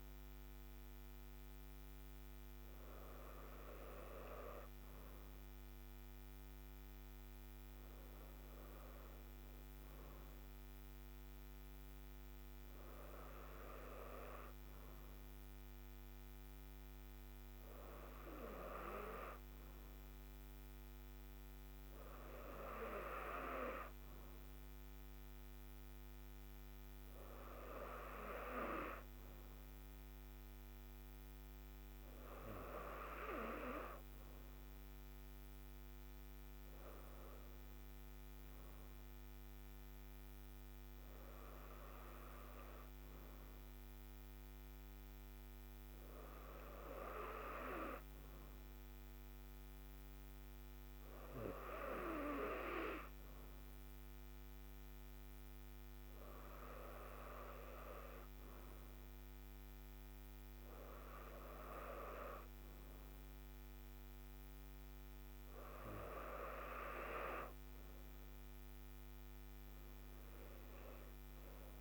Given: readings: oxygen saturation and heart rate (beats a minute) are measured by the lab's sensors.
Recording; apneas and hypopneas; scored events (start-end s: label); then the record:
breathing in sleep by a microphone on the trachea; none
none scored
From the record:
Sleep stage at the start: N2 (light sleep); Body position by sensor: on the right side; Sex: female